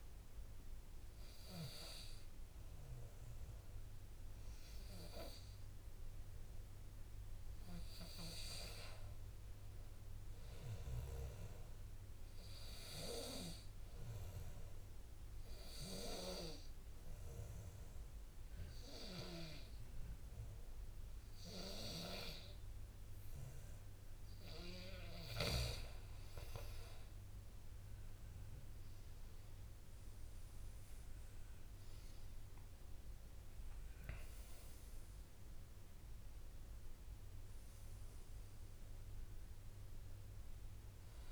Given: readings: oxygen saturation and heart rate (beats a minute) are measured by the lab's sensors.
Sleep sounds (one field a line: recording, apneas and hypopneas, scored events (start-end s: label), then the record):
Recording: breathing in sleep by a room microphone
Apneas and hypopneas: 1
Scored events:
6.00-9.00 s: arousal
14.00-27.00 s: obstructive apnea (oxygen 99% before, 92% lowest, heart rate 62 before, 60 extreme, up 6 after)
20.00-41.31 s: oxygen desaturation (device-marked, oxygen 97% before, 92% lowest, heart rate 61 before, 60 extreme)
29.00-34.00 s: arousal
From the record:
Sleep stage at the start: N2 (light sleep)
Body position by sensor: on the back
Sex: male